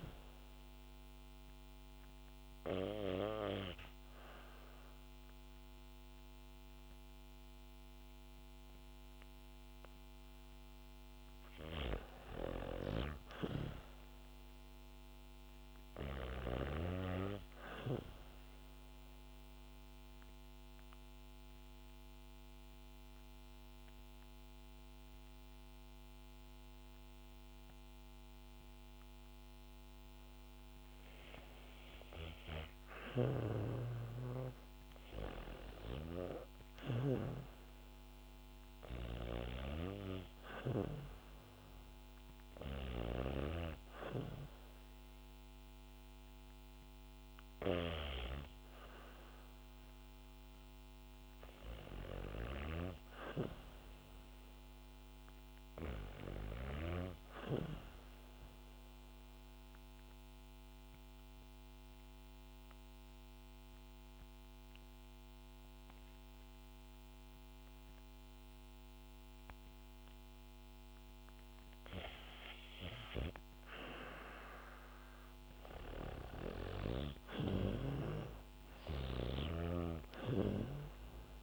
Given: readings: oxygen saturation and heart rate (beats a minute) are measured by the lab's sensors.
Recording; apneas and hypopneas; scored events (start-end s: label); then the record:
breathing in sleep by a microphone on the trachea; 3
0.00-11.00 s: oxygen desaturation (device-marked, oxygen 93% lowest, heart rate 64 extreme)
0.50-10.50 s: obstructive apnea (oxygen 97% before, 92% lowest, heart rate 68 before, 64 extreme, up 4 after)
12.50-16.00 s: arousal
16.00-27.00 s: oxygen desaturation (device-marked, oxygen 96% before, 92% lowest, heart rate 70 before, 64 extreme)
20.00-31.00 s: obstructive apnea (oxygen 96% before, 91% lowest, heart rate 71 before, 64 extreme, up 7 after)
32.00-47.00 s: snoring (device-marked)
33.00-36.50 s: arousal
39.00-52.00 s: oxygen desaturation (device-marked, oxygen 96% before, 92% lowest, heart rate 68 before, 62 extreme)
59.50-73.00 s: obstructive apnea (oxygen 96% before, 91% lowest, heart rate 71 before, 62 extreme, up 8 after)
75.00-79.00 s: arousal
78.00-81.43 s: snoring (device-marked)
80.00-81.43 s: oxygen desaturation (device-marked, oxygen 96% before, 91% lowest, heart rate 68 before, 64 extreme)
From the record:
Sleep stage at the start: REM sleep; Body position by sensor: on the back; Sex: female